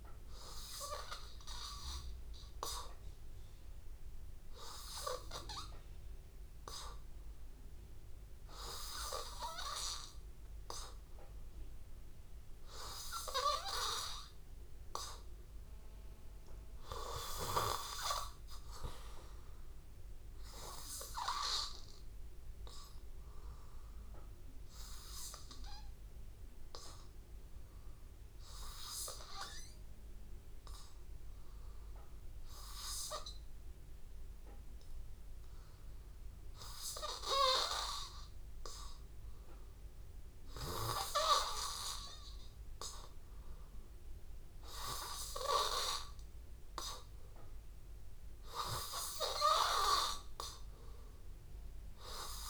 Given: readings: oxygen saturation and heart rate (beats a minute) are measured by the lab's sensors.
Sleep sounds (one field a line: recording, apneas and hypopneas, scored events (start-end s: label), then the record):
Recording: breathing in sleep by a room microphone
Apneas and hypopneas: 1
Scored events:
21.50-25.00 s: arousal
26.50-43.00 s: obstructive apnea (oxygen 94% before, 91% lowest, heart rate 84 before, 83 extreme, up 1 after)
44.50-52.50 s: oxygen desaturation (device-marked, oxygen 95% before, 91% lowest, heart rate 84 before, 83 extreme)
45.50-49.00 s: arousal
From the record:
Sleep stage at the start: N2 (light sleep)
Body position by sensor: on the back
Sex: male